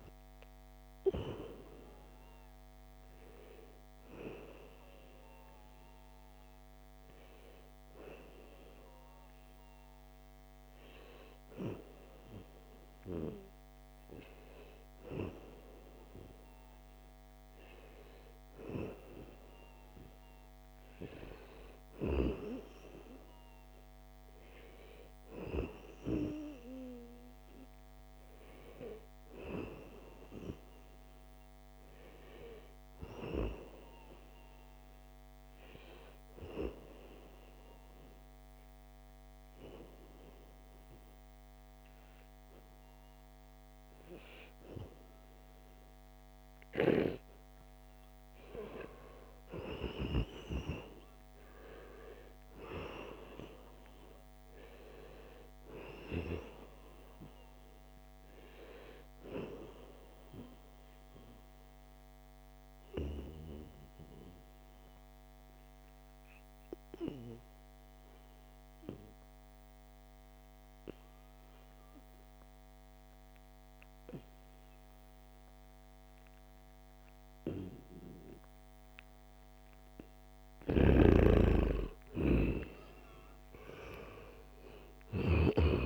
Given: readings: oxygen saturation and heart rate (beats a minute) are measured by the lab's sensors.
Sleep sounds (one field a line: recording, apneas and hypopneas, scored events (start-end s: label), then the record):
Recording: breathing in sleep by a microphone on the trachea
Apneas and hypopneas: 2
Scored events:
27.50-85.86 s: new sleep stage, N2 (light sleep)
29.00-31.00 s: long interval between heartbeats (device-marked, heart rate 80 before, 82 extreme)
37.00-49.50 s: hypopnea (oxygen 93% before, 88% lowest, heart rate 80 before, 77 extreme, up 5 after)
51.50-55.00 s: arousal
61.00-81.00 s: obstructive apnea (oxygen 92% before, 88% lowest, heart rate 79 before, 73 extreme, up 7 after)
81.50-85.86 s: oxygen desaturation (device-marked, oxygen 95% before, 88% lowest, heart rate 78 before, 74 extreme)
82.50-85.86 s: arousal
From the record:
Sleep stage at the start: N1 (lightest sleep)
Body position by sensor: on the right side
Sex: male